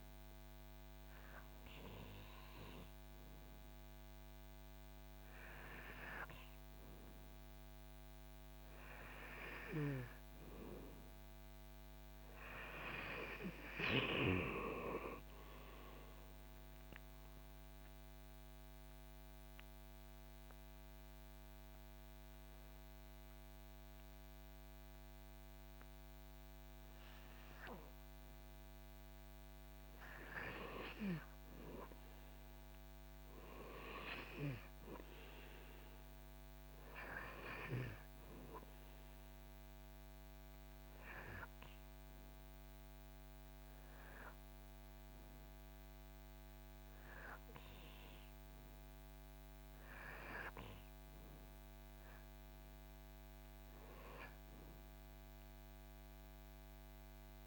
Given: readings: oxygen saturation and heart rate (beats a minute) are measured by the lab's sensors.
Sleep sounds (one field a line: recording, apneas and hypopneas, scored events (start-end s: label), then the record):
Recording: breathing in sleep by a microphone on the trachea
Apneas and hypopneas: 2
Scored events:
16.50-27.50 s: mixed apnea (oxygen 95% before, 93% lowest, heart rate 78 before, 72 extreme, up 5 after)
30.50-35.00 s: arousal
38.50-45.50 s: oxygen desaturation (device-marked, oxygen 96% before, 93% lowest, heart rate 78 before, 77 extreme)
40.50-53.00 s: hypopnea (oxygen 96% before, 93% lowest, heart rate 78 before, 71 extreme, up 4 after)
55.00-57.47 s: arousal
55.50-57.47 s: oxygen desaturation (device-marked, oxygen 96% before, 93% lowest, heart rate 80 before, 71 extreme)
From the record:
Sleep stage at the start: N2 (light sleep)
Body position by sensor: on the back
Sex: male